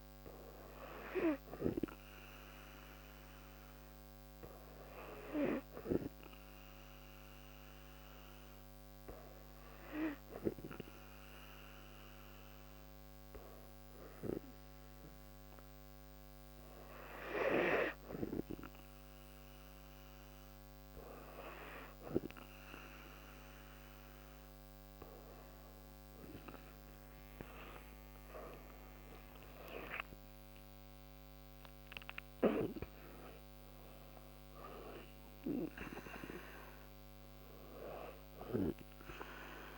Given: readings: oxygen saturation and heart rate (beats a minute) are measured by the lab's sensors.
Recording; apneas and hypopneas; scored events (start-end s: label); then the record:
breathing in sleep by a microphone on the trachea; 1
0.50-18.00 s: hypopnea (oxygen 95% before, 90% lowest, heart rate 76 before, 74 extreme, up 3 after)
26.50-31.50 s: arousal
From the record:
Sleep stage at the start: N2 (light sleep); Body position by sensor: on the back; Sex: female